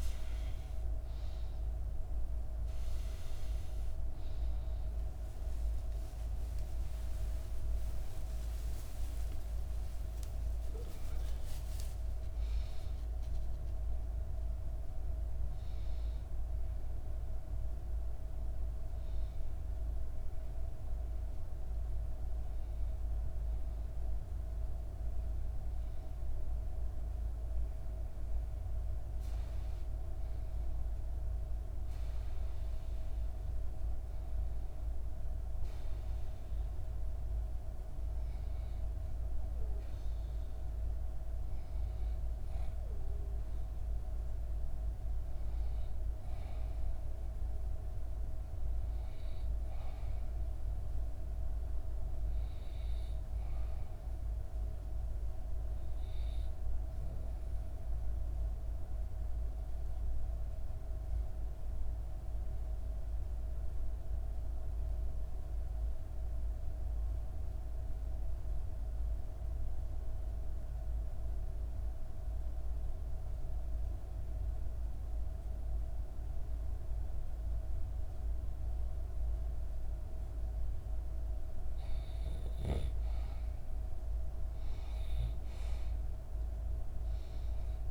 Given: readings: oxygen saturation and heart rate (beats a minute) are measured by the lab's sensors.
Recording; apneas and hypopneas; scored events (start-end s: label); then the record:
breathing in sleep, hard to hear, by a room microphone; 1
0.00-16.50 s: oxygen desaturation (device-marked, oxygen 90% lowest, heart rate 65 extreme)
4.00-9.00 s: arousal
57.00-80.00 s: obstructive apnea (oxygen 98% before, 90% lowest, heart rate 64 before, 60 extreme, up 3 after)
76.50-87.91 s: oxygen desaturation (device-marked, oxygen 97% before, 90% lowest, heart rate 62 before, 60 extreme)
81.50-85.50 s: arousal
From the record:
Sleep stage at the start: REM sleep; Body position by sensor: on the back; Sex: female